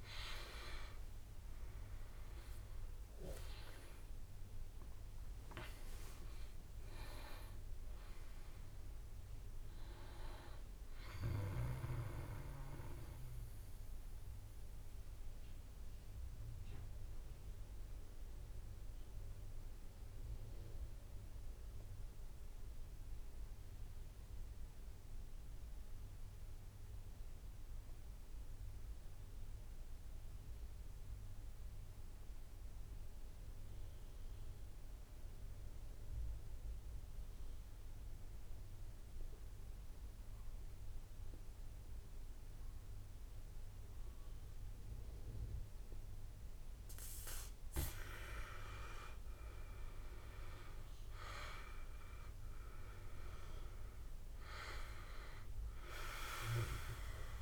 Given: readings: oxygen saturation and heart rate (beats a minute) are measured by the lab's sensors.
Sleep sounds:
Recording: breathing in sleep by a room microphone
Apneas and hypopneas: 1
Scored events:
0.00-4.00 s: arousal
0.00-17.00 s: oxygen desaturation (device-marked, oxygen 89% lowest, heart rate 45 extreme)
7.00-22.00 s: drop in pulse transit time (device-marked, heart rate 61 before, 45 extreme)
11.50-46.00 s: mixed apnea (oxygen 97% before, 83% lowest, heart rate 64 before, 45 extreme, up 16 after)
37.00-57.42 s: oxygen desaturation (device-marked, oxygen 100% before, 84% lowest, heart rate 49 before, 48 extreme)
48.50-51.50 s: arousal
51.00-57.42 s: drop in pulse transit time (device-marked, heart rate 51 before, 50 extreme)
From the record:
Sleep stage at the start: N2 (light sleep)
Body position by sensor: on the back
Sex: male

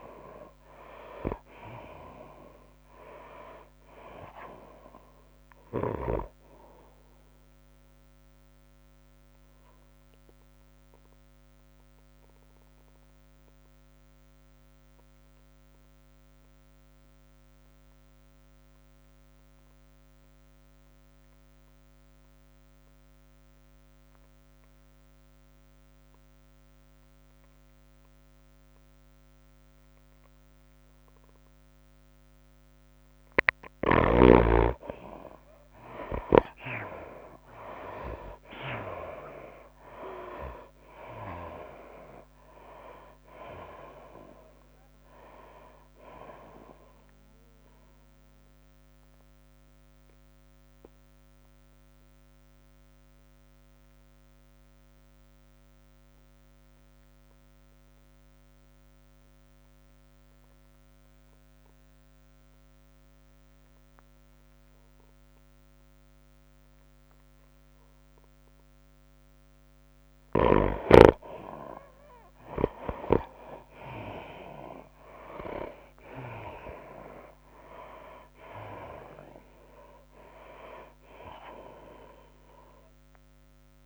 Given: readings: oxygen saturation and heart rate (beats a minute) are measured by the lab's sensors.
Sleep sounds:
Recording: breathing in sleep by a microphone on the trachea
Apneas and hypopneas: 2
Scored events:
0.00-12.50 s: tachycardia (device-marked, heart rate 106 extreme)
0.00-14.50 s: drop in pulse transit time (device-marked, heart rate 99 extreme)
0.00-14.50 s: oxygen desaturation (device-marked, oxygen 74% lowest, heart rate 89 extreme)
8.50-33.00 s: obstructive apnea (oxygen 98% before, 72% lowest, heart rate 99 before, 89 extreme, up 12 after)
27.50-56.50 s: oxygen desaturation (device-marked, oxygen 98% before, 72% lowest, heart rate 99 before, 92 extreme)
37.50-41.00 s: arousal
37.50-53.50 s: drop in pulse transit time (device-marked, heart rate 93 before, 96 extreme)
37.50-55.50 s: tachycardia (device-marked, heart rate 96 before, 108 extreme)
49.00-70.50 s: obstructive apnea (oxygen 98% before, 72% lowest, heart rate 98 before, 94 extreme, up 7 after)
63.50-83.86 s: oxygen desaturation (device-marked, oxygen 98% before, 76% lowest, heart rate 103 before, 84 extreme)
73.50-77.00 s: arousal
74.50-83.86 s: tachycardia (device-marked, heart rate 96 before, 105 extreme)
75.50-83.86 s: drop in pulse transit time (device-marked, heart rate 97 before, 98 extreme)
From the record:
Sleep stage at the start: N2 (light sleep)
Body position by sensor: on the right side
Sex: female

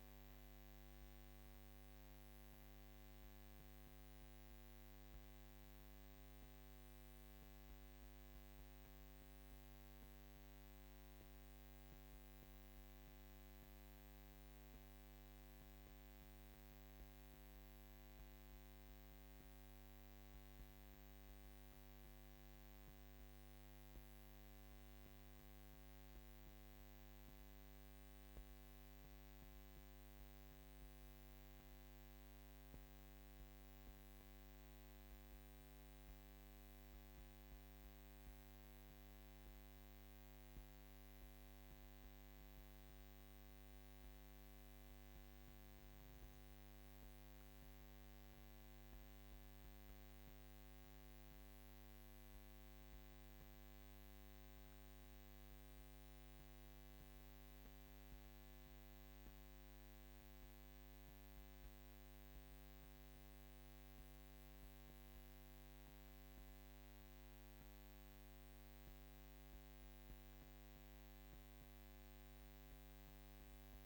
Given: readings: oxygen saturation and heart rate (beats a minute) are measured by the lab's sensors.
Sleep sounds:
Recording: breathing in sleep, hard to hear, by a microphone on the trachea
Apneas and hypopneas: 1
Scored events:
16.00-48.00 s: hypopnea (oxygen 96% before, 94% lowest, heart rate 53 before, 49 extreme, up 7 after)
50.00-54.00 s: arousal
From the record:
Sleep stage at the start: N2 (light sleep)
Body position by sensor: on the back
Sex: female

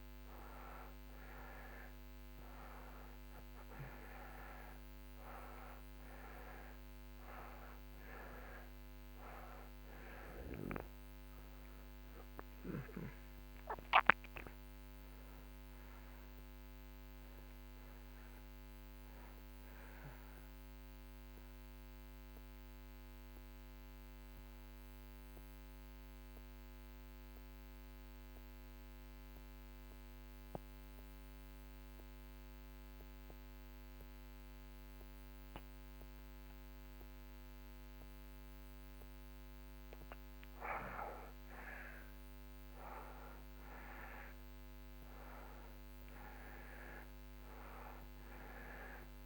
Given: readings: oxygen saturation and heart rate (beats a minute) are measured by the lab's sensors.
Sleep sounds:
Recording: breathing in sleep by a microphone on the trachea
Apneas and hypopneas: 1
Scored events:
0.00-1.00 s: arousal
2.50-38.50 s: oxygen desaturation (device-marked, oxygen 97% before, 80% lowest)
22.00-39.00 s: mixed apnea (oxygen 97% before, 80% lowest)
41.50-44.50 s: arousal
From the record:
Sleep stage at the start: N2 (light sleep)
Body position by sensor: on the back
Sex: male

